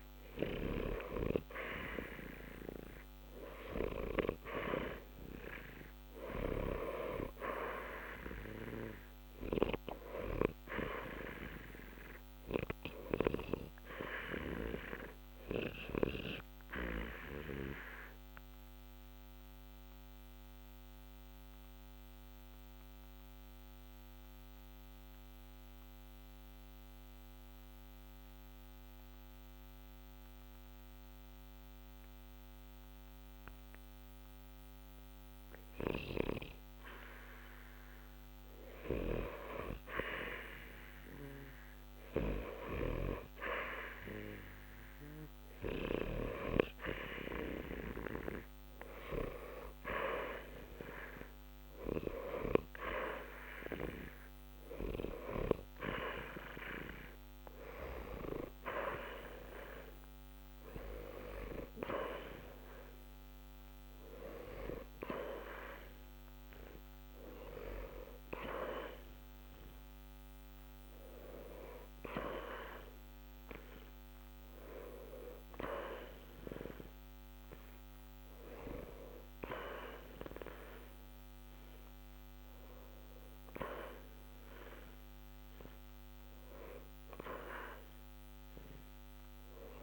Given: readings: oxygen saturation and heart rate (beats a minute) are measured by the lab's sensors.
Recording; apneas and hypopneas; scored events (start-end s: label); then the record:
breathing in sleep by a microphone on the trachea; 1
0.00-2.50 s: arousal
0.00-12.50 s: oxygen desaturation (device-marked, oxygen 85% lowest, heart rate 60 extreme)
16.00-35.50 s: obstructive apnea (oxygen 89% before, 81% lowest, heart rate 61 before, 60 extreme, up 1 after)
21.50-41.50 s: oxygen desaturation (device-marked, oxygen 87% before, 81% lowest, heart rate 61 before, 60 extreme)
38.00-42.50 s: arousal
53.50-82.50 s: oxygen desaturation (device-marked, oxygen 90% before, 81% lowest, heart rate 61 before, 60 extreme)
From the record:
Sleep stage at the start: REM sleep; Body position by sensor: on the back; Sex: male